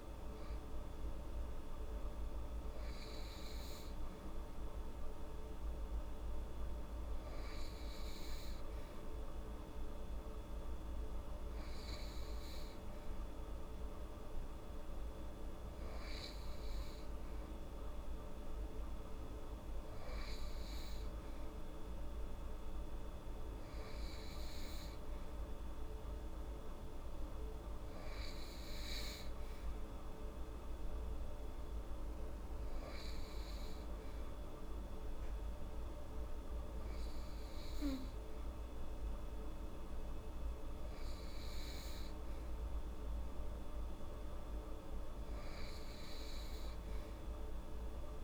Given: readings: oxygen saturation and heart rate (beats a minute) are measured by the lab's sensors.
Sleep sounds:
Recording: breathing in sleep, hard to hear, by a room microphone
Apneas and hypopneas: none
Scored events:
none scored
From the record:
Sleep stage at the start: N2 (light sleep)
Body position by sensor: on the right side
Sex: female

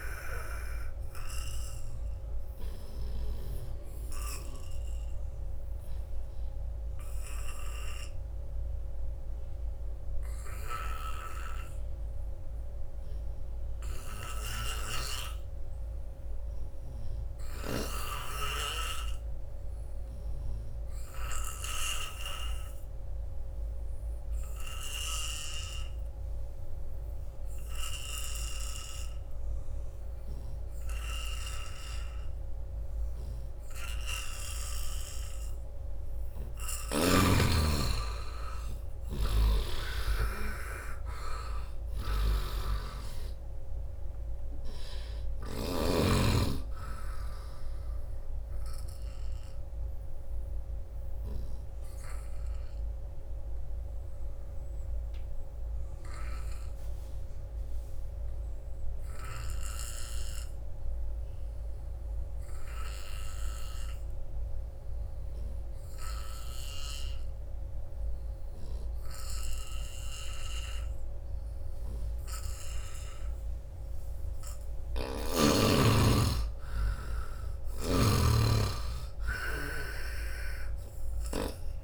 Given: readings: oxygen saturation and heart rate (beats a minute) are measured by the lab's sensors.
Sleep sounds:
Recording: breathing in sleep by a room microphone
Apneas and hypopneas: 2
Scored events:
0.00-3.00 s: snoring (device-marked)
0.00-13.50 s: oxygen desaturation (device-marked, oxygen 82% lowest, heart rate 75 extreme)
2.00-35.00 s: obstructive apnea (oxygen 97% before, 77% lowest, heart rate 81 before, 75 extreme, up 2 after)
25.50-60.50 s: oxygen desaturation (device-marked, oxygen 98% before, 77% lowest, heart rate 84 before, 75 extreme)
30.50-32.50 s: long interval between heartbeats (device-marked, heart rate 83 before, 88 extreme)
37.00-40.50 s: arousal
39.00-45.50 s: snoring (device-marked)
48.50-73.00 s: obstructive apnea (oxygen 97% before, 77% lowest, heart rate 84 before, 79 extreme, up 4 after)
74.50-77.50 s: arousal
74.50-81.50 s: snoring (device-marked)
74.50-81.84 s: oxygen desaturation (device-marked, oxygen 97% before, 81% lowest, heart rate 84 before, 78 extreme)
From the record:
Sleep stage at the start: N2 (light sleep)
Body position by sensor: on the front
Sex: male

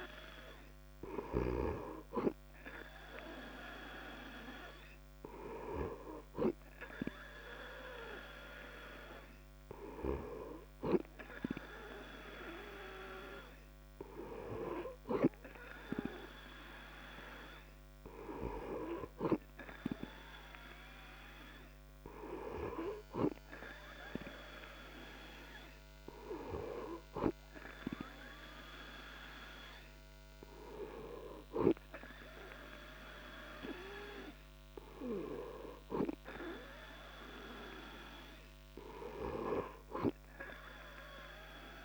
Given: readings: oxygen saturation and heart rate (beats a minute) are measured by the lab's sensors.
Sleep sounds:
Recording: breathing in sleep by a microphone on the trachea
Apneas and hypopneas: none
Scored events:
none scored
From the record:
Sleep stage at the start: N2 (light sleep)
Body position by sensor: on the back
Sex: male

